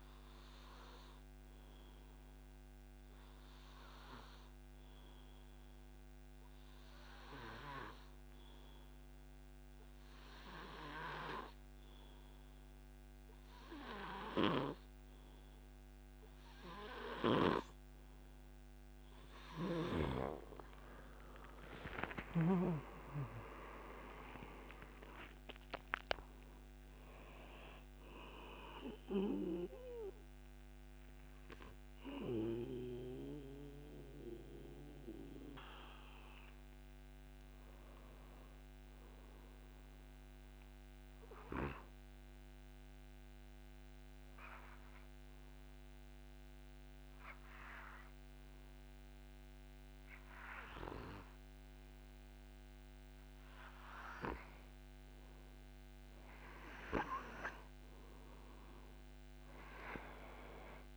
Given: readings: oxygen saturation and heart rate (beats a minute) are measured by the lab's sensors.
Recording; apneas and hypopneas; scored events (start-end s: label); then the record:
breathing in sleep by a microphone on the trachea; 2
0.50-19.00 s: obstructive apnea (oxygen 98% before, 90% lowest)
15.50-37.50 s: oxygen desaturation (device-marked, oxygen 97% before, 90% lowest)
21.50-25.00 s: arousal
43.00-55.50 s: obstructive apnea (oxygen 96% before, 89% lowest)
57.00-60.50 s: arousal
From the record:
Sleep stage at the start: N2 (light sleep); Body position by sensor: on the back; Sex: male